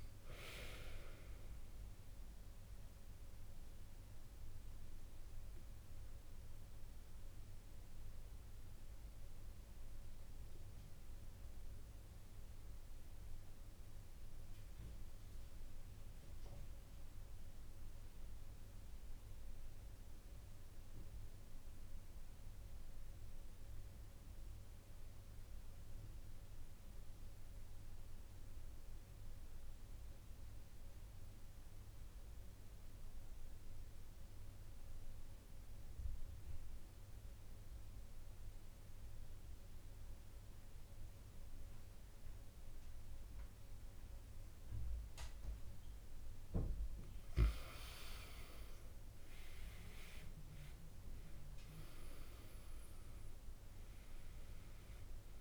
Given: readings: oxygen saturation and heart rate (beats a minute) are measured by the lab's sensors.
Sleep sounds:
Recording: breathing in sleep by a room microphone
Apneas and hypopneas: 1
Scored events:
0.00-17.00 s: oxygen desaturation (device-marked, oxygen 91% lowest)
2.00-45.00 s: obstructive apnea (oxygen 98% before, 88% lowest)
36.00-55.41 s: oxygen desaturation (device-marked, oxygen 97% before, 88% lowest)
48.00-52.50 s: arousal
From the record:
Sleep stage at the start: N2 (light sleep)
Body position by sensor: on the back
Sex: male

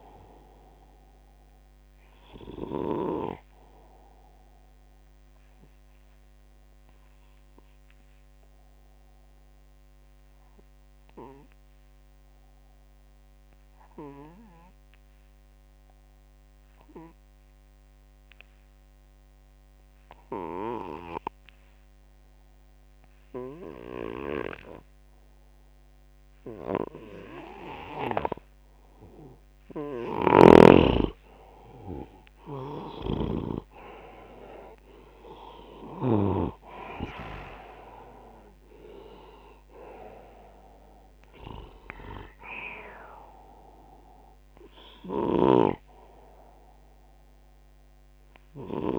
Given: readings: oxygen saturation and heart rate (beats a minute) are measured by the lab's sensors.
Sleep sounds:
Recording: breathing in sleep by a microphone on the trachea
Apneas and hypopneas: 1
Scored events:
0.00-12.50 s: oxygen desaturation (device-marked, oxygen 89% lowest, heart rate 67 extreme)
5.00-26.50 s: obstructive apnea (oxygen 96% before, 89% lowest, heart rate 79 before, 70 extreme, up 13 after)
29.50-47.50 s: oxygen desaturation (device-marked, oxygen 98% before, 90% lowest, heart rate 77 before, 74 extreme)
30.00-33.50 s: snoring (device-marked)
31.00-34.50 s: arousal
45.00-48.99 s: snoring (device-marked)
From the record:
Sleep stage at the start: N2 (light sleep)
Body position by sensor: on the left side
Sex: male

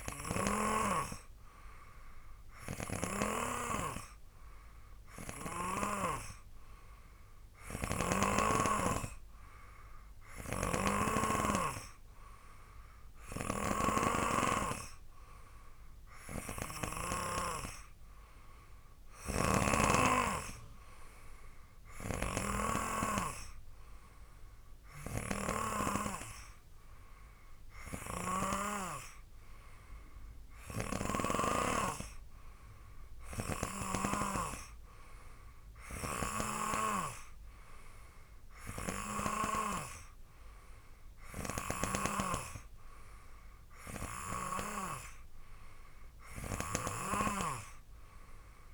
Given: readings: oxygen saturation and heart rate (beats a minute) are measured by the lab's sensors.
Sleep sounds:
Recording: breathing in sleep by a room microphone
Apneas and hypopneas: none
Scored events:
0.00-3.50 s: snoring (device-marked)
10.50-17.50 s: snoring (device-marked)
19.50-32.00 s: snoring (device-marked)
From the record:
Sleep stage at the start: N3 (deep sleep)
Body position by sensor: on the right side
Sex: male

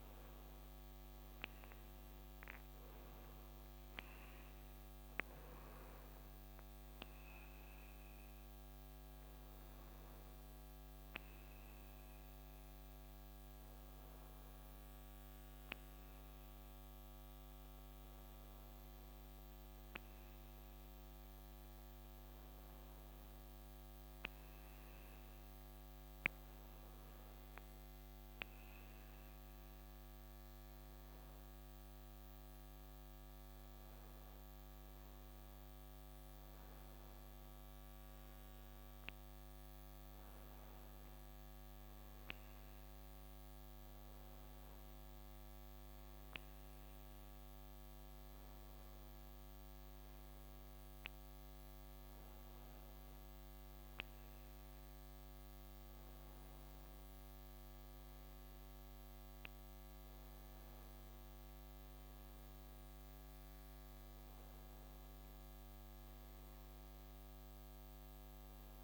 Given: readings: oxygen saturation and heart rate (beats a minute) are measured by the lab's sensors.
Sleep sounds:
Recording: breathing in sleep, hard to hear, by a microphone on the trachea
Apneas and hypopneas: none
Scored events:
none scored
From the record:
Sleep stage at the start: N2 (light sleep)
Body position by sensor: on the back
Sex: male

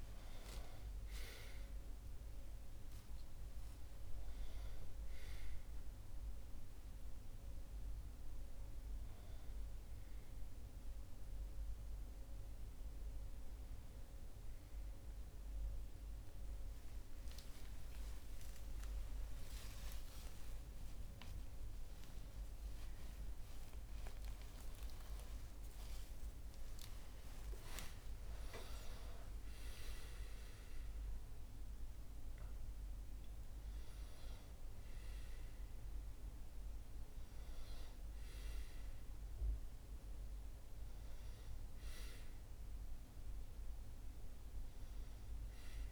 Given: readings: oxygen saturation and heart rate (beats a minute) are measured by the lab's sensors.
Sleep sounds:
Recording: a person awake in a sleep study, hard to hear, by a room microphone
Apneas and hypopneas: none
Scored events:
none scored
From the record:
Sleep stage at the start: awake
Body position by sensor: on the back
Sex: male

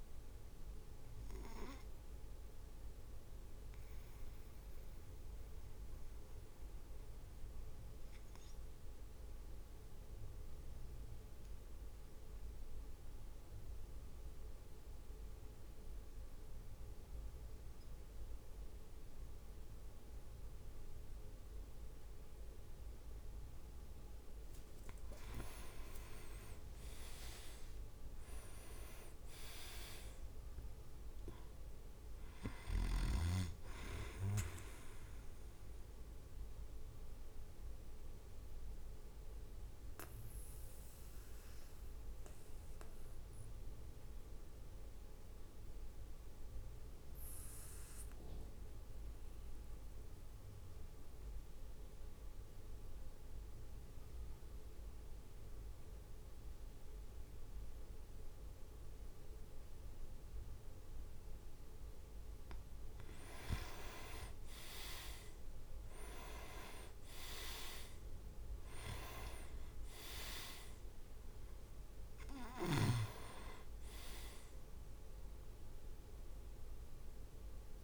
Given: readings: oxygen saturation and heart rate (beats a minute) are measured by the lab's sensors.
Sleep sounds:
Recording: breathing in sleep by a room microphone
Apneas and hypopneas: 2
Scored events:
0.00-1.00 s: drop in pulse transit time (device-marked, heart rate 53 extreme)
0.00-3.00 s: oxygen desaturation (device-marked, oxygen 95% lowest, heart rate 50 extreme)
1.50-23.00 s: mixed apnea (oxygen 99% before, 94% lowest, heart rate 56 before, 49 extreme, up 9 after)
25.50-27.50 s: leg movement (device-marked)
26.50-30.00 s: arousal
27.00-39.00 s: drop in pulse transit time (device-marked, heart rate 55 before, 52 extreme)
37.50-63.00 s: mixed apnea (oxygen 99% before, 94% lowest, heart rate 58 before, 50 extreme, up 6 after)
64.00-77.00 s: drop in pulse transit time (device-marked, heart rate 53 before, 53 extreme)
65.50-68.50 s: arousal
66.50-70.50 s: leg movement (device-marked)
From the record:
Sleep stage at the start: N2 (light sleep)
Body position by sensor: on the back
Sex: male

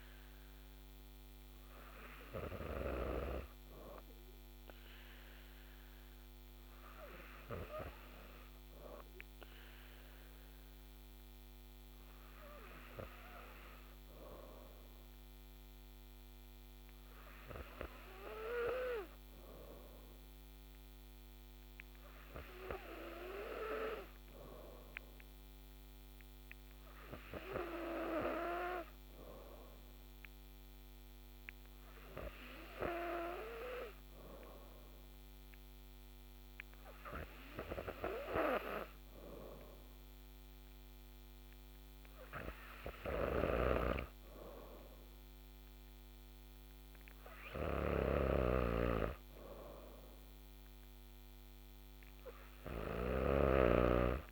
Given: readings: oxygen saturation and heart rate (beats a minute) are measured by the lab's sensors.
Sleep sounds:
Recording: breathing in sleep by a microphone on the trachea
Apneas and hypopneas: none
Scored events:
43.00-54.32 s: snoring (device-marked)
From the record:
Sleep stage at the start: N2 (light sleep)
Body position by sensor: on the back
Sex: female

